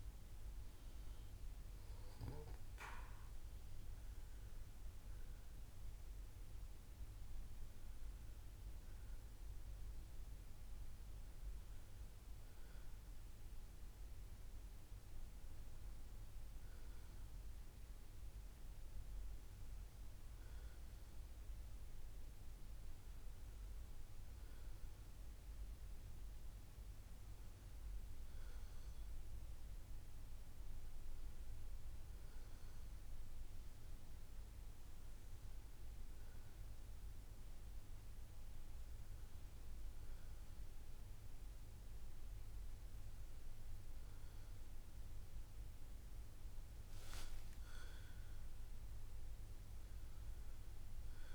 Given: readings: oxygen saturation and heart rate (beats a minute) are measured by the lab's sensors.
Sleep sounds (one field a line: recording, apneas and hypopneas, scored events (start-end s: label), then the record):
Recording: a person partly awake in a sleep study, hard to hear, by a room microphone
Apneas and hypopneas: none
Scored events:
3.50-51.35 s: new sleep stage, N1 (lightest sleep)
From the record:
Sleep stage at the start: awake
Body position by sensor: on the back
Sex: male